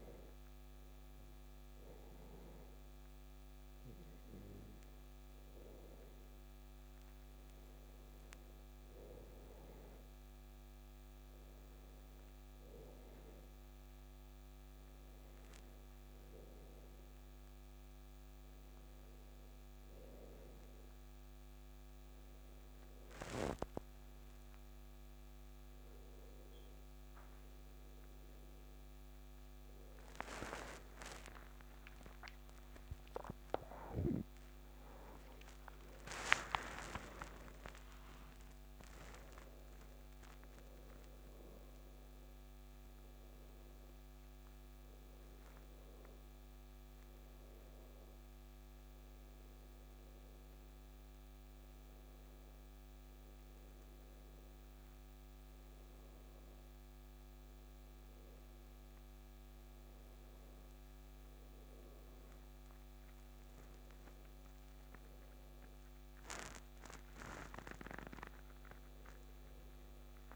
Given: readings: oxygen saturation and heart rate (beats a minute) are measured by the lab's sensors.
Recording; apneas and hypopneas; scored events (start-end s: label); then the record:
a person awake in a sleep study, by a microphone on the trachea; none
none scored
From the record:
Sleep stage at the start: awake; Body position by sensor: on the back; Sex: male